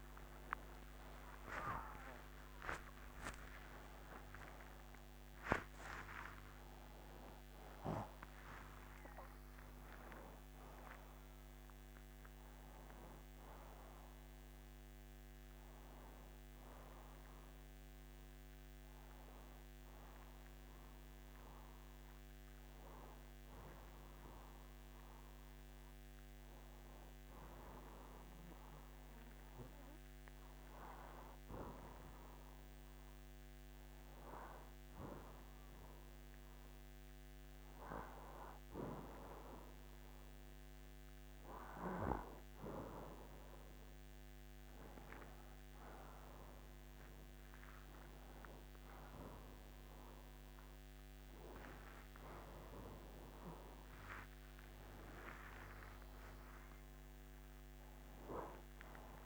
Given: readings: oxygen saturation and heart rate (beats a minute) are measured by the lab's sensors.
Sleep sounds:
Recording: breathing in sleep by a microphone on the trachea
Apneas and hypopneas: 1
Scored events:
0.00-2.00 s: arousal
12.00-16.50 s: arousal
21.50-38.50 s: hypopnea (oxygen 93% before, 90% lowest, heart rate 93 before, 74 extreme, up 10 after)
50.00-55.50 s: arousal
From the record:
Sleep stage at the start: N1 (lightest sleep)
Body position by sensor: on the right side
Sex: male

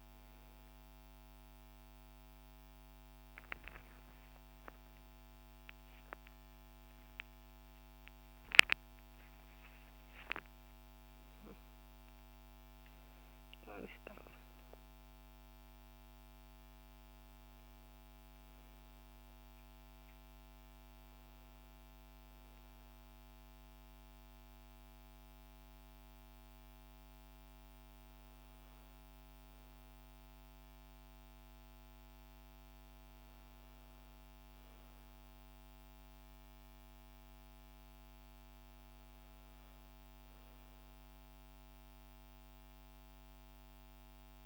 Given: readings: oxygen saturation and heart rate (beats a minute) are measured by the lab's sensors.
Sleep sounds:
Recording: a person awake in a sleep study, hard to hear, by a microphone on the trachea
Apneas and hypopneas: none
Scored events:
32.50-44.46 s: new sleep stage, N1 (lightest sleep)
From the record:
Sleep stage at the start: awake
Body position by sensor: on the back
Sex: female

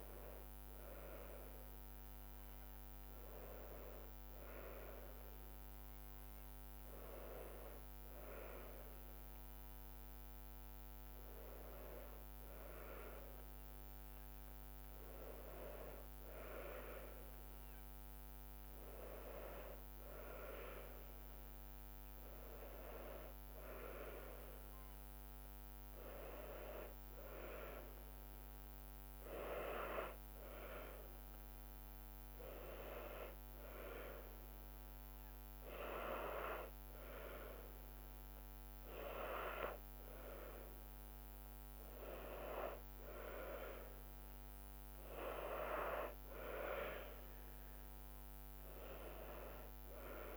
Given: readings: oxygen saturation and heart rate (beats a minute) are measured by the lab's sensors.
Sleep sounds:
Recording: breathing in sleep by a microphone on the trachea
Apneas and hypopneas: none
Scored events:
none scored
From the record:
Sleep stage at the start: N2 (light sleep)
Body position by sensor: on the back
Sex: female

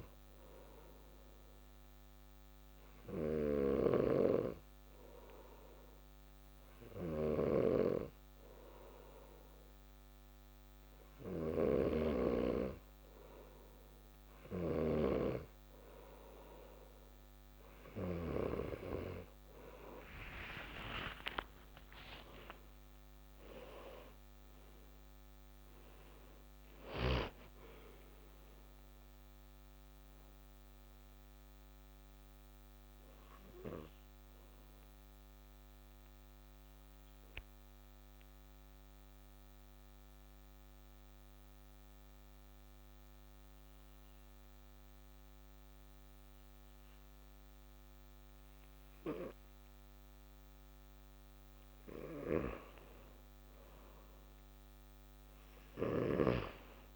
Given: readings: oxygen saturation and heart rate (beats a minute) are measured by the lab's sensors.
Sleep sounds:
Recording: breathing in sleep by a microphone on the trachea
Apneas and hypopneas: 1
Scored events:
3.00-18.00 s: snoring (device-marked)
20.00-25.00 s: arousal
33.00-51.50 s: mixed apnea (oxygen 96% before, 93% lowest, heart rate 126 before, 79 extreme)
53.50-56.96 s: arousal
From the record:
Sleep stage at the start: N2 (light sleep)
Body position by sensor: on the back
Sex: male

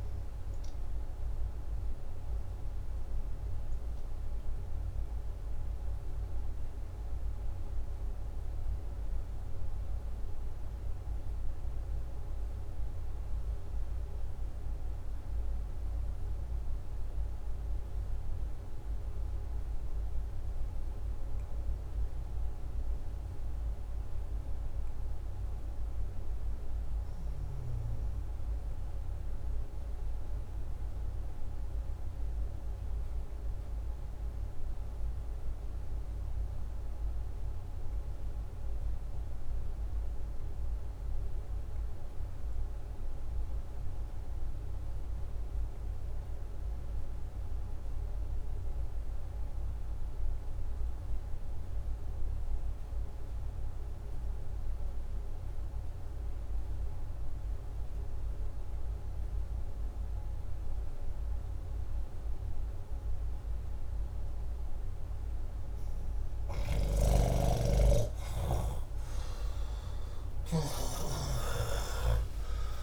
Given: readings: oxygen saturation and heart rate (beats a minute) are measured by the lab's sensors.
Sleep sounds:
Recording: breathing in sleep by a room microphone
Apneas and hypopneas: 1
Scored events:
0.50-65.00 s: obstructive apnea (oxygen 97% before, 73% lowest, heart rate 70 before, 60 extreme, up 24 after)
6.50-72.83 s: new sleep stage, REM sleep
9.50-20.50 s: oxygen desaturation (device-marked, oxygen 93% before, 84% lowest, heart rate 68 before, 60 extreme)
30.50-72.83 s: oxygen desaturation (device-marked, oxygen 95% before, 78% lowest, heart rate 66 before, 60 extreme)
66.50-72.00 s: snoring (device-marked)
67.00-72.83 s: arousal
From the record:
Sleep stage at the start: N2 (light sleep)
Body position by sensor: upright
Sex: male

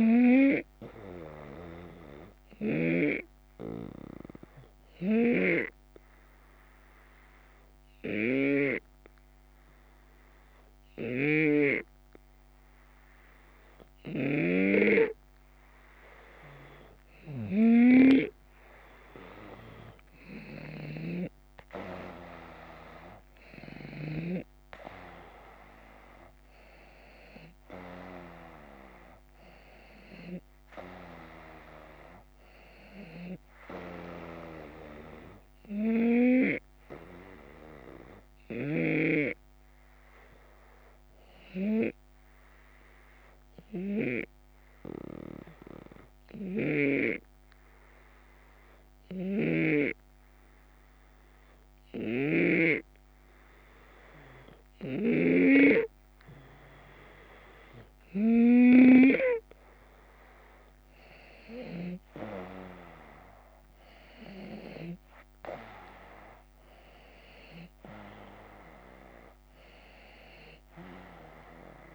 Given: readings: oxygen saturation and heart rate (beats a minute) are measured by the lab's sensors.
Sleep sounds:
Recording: breathing in sleep by a microphone on the trachea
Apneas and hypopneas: 2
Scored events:
1.50-17.50 s: obstructive apnea (oxygen 95% before, 91% lowest, heart rate 78 before, 72 extreme, up 7 after)
4.50-8.50 s: snoring (device-marked)
10.50-14.50 s: snoring (device-marked)
20.50-24.00 s: snoring (device-marked)
22.00-26.50 s: arousal
35.50-56.50 s: obstructive apnea (oxygen 95% before, 91% lowest, heart rate 77 before, 74 extreme, up 3 after)
49.00-52.50 s: snoring (device-marked)
54.50-59.00 s: snoring (device-marked)
60.00-65.50 s: arousal
64.50-71.95 s: drop in pulse transit time (device-marked, heart rate 75 before, 77 extreme)
From the record:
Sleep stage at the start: N2 (light sleep)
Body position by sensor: on the back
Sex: male

